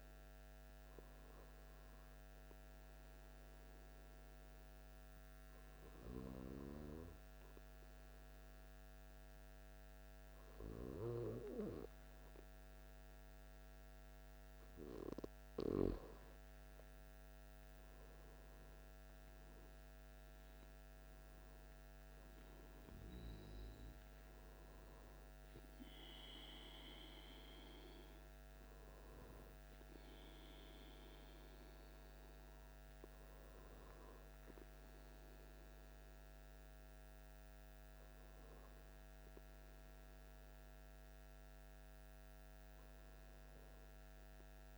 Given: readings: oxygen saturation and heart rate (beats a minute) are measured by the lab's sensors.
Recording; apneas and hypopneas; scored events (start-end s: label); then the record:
breathing in sleep by a microphone on the trachea; 1
3.00-15.00 s: obstructive apnea (oxygen 99% before, 96% lowest, heart rate 56 before, 54 extreme, up 5 after)
17.50-21.00 s: arousal
From the record:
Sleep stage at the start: N2 (light sleep); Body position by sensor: on the back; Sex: male